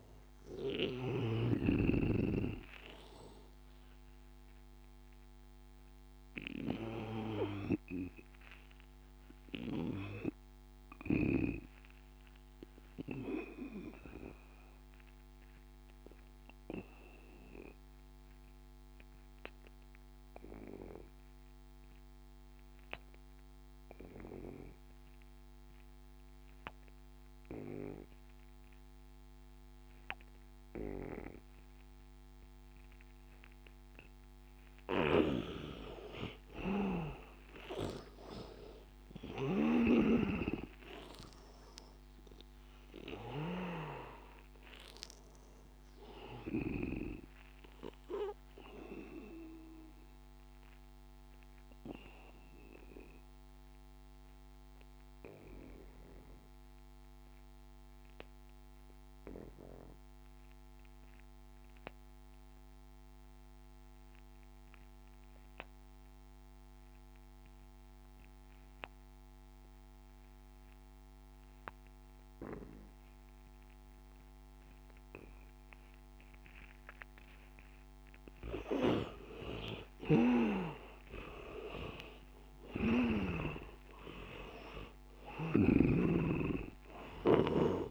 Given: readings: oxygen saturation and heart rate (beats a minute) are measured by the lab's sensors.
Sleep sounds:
breathing in sleep by a microphone on the trachea; 2
0.00-19.00 s: oxygen desaturation (device-marked, oxygen 81% lowest, heart rate 79 extreme)
9.50-34.50 s: obstructive apnea (oxygen 97% before, 81% lowest, heart rate 90 before, 79 extreme, up 13 after)
28.00-61.00 s: oxygen desaturation (device-marked, oxygen 100% before, 83% lowest, heart rate 88 before, 78 extreme)
37.50-42.00 s: arousal
40.00-47.00 s: snoring (device-marked)
49.50-76.50 s: obstructive apnea (oxygen 100% before, 80% lowest, heart rate 86 before, 78 extreme, up 10 after)
72.00-87.91 s: oxygen desaturation (device-marked, oxygen 99% before, 80% lowest, heart rate 82 before, 77 extreme)
79.00-82.50 s: arousal
85.50-87.91 s: snoring (device-marked)
From the record:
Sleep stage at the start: N2 (light sleep); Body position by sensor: on the back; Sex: male

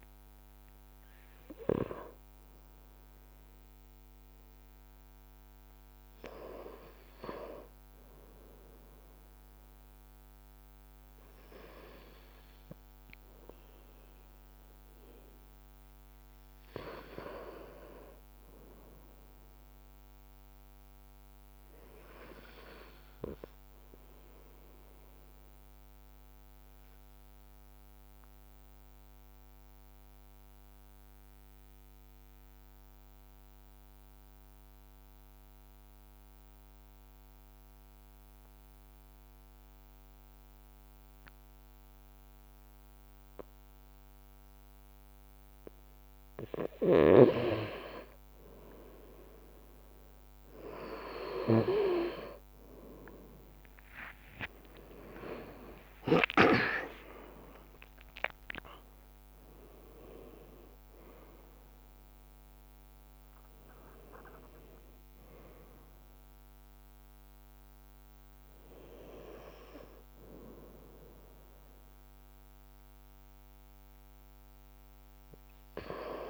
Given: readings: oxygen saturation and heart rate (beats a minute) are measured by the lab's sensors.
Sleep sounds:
breathing in sleep by a microphone on the trachea; 1
23.50-45.00 s: obstructive apnea (oxygen 98% before, 95% lowest, heart rate 55 before, 52 extreme, up 0 after)
34.00-41.00 s: leg movement (device-marked)
46.50-56.50 s: snoring (device-marked)
52.00-56.50 s: arousal
54.00-61.00 s: leg movement (device-marked)
55.00-57.00 s: long interval between heartbeats (device-marked, heart rate 55 before, 67 extreme)
From the record:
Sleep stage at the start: N2 (light sleep); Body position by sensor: on the right side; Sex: male

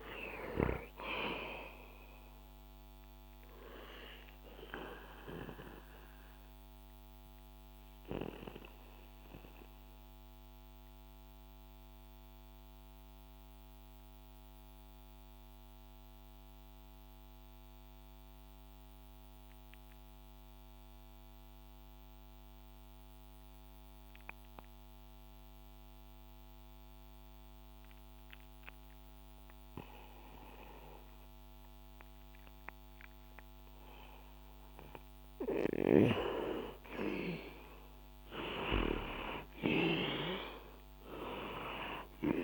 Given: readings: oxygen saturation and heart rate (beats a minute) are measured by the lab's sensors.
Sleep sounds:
breathing in sleep by a microphone on the trachea; 1
0.00-21.00 s: oxygen desaturation (device-marked, oxygen 88% lowest, heart rate 60 extreme)
3.00-35.50 s: obstructive apnea (oxygen 98% before, 88% lowest, heart rate 65 before, 60 extreme, up 7 after)
36.00-42.43 s: oxygen desaturation (device-marked, oxygen 98% before, 88% lowest, heart rate 64 before, 61 extreme)
38.00-42.43 s: arousal
From the record:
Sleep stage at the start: N2 (light sleep); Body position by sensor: on the back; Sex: male

